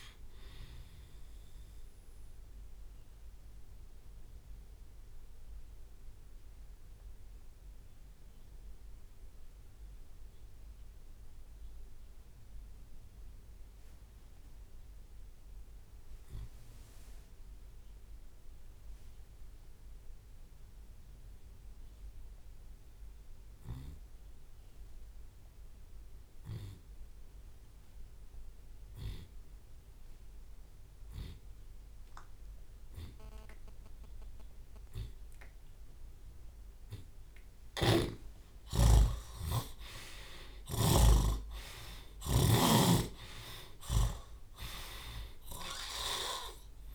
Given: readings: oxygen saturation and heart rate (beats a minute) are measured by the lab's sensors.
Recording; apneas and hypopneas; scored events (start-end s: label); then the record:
breathing in sleep by a room microphone; 1
0.00-2.00 s: tachycardia (device-marked, heart rate 147 extreme)
0.00-6.00 s: drop in pulse transit time (device-marked)
2.00-37.50 s: obstructive apnea (oxygen 97% before, 71% lowest)
11.00-29.00 s: oxygen desaturation (device-marked, oxygen 96% before, 73% lowest, heart rate 96 before, 55 extreme)
17.00-19.00 s: long interval between heartbeats (device-marked, heart rate 74 before, 68 extreme)
19.00-21.00 s: long interval between heartbeats (device-marked, heart rate 67 before, 77 extreme)
31.00-33.00 s: long interval between heartbeats (device-marked, heart rate 61 before, 65 extreme)
33.00-35.00 s: long interval between heartbeats (device-marked, heart rate 64 before, 78 extreme)
34.00-42.00 s: tachycardia (device-marked, heart rate 78 before, 117 extreme)
35.00-37.00 s: long interval between heartbeats (device-marked, heart rate 66 before, 85 extreme)
37.00-39.00 s: long interval between heartbeats (device-marked, heart rate 68 before, 103 extreme)
37.50-41.00 s: snoring (device-marked)
39.50-41.50 s: long interval between heartbeats (device-marked, heart rate 72 before, 106 extreme)
39.50-45.00 s: arousal
42.50-44.50 s: long interval between heartbeats (device-marked, heart rate 77 before, 107 extreme)
43.00-46.95 s: tachycardia (device-marked, heart rate 79 before, 129 extreme)
From the record:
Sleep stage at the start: N2 (light sleep); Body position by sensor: on the back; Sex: male